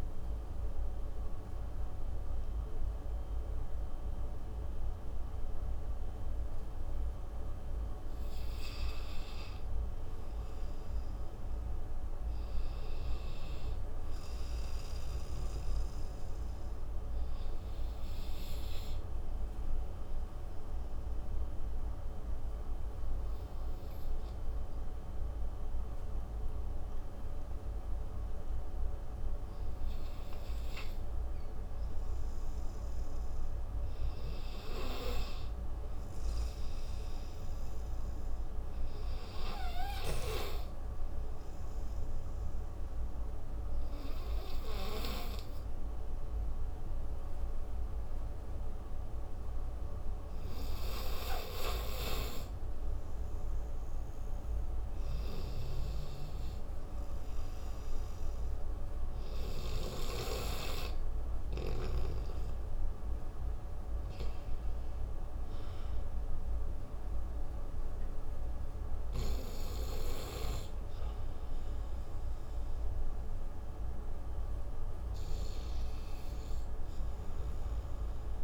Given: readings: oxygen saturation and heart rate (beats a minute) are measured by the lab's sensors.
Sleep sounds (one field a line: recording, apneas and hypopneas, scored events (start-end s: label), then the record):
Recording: breathing in sleep by a room microphone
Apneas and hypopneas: 2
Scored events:
10.00-13.50 s: arousal
19.50-29.50 s: oxygen desaturation (device-marked, oxygen 99% before, 95% lowest)
19.50-31.00 s: central apnea (oxygen 99% before, 93% lowest)
34.50-38.00 s: arousal
39.50-51.50 s: oxygen desaturation (device-marked, oxygen 98% before, 94% lowest)
41.00-54.00 s: mixed apnea (oxygen 99% before, 92% lowest)
57.00-60.00 s: arousal
60.50-74.50 s: oxygen desaturation (device-marked, oxygen 97% before, 93% lowest)
76.00-78.44 s: arousal
From the record:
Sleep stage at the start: N2 (light sleep)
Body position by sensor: on the right side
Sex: male